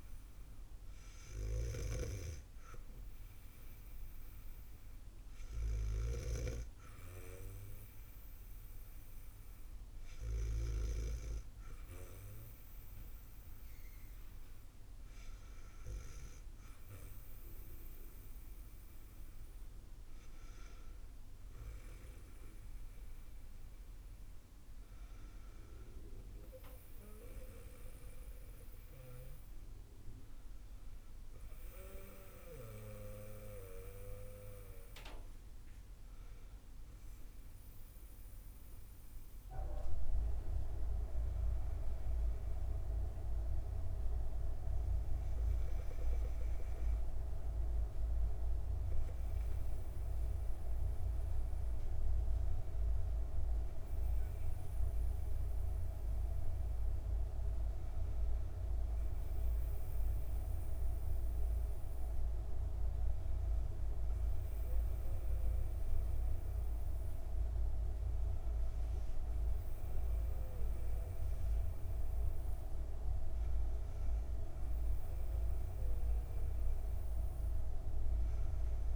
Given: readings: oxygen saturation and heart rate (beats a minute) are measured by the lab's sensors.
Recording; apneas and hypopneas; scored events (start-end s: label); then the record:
breathing in sleep by a room microphone; none
1.50-6.00 s: snoring (device-marked)
From the record:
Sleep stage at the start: N2 (light sleep); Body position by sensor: on the back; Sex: female